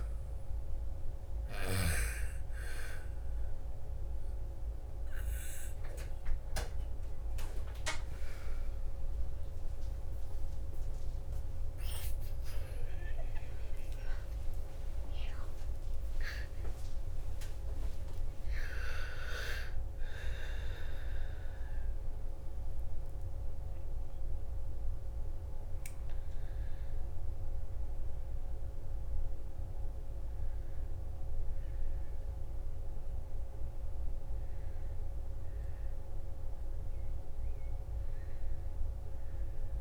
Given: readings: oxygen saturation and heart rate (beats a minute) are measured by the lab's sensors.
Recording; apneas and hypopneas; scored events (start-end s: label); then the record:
a person awake in a sleep study, by a room microphone; none
0.00-1.00 s: snoring (device-marked)
2.00-18.00 s: oxygen desaturation (device-marked, oxygen 98% before, 89% lowest, heart rate 56 before, 59 extreme)
From the record:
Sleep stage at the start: awake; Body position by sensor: on the back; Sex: female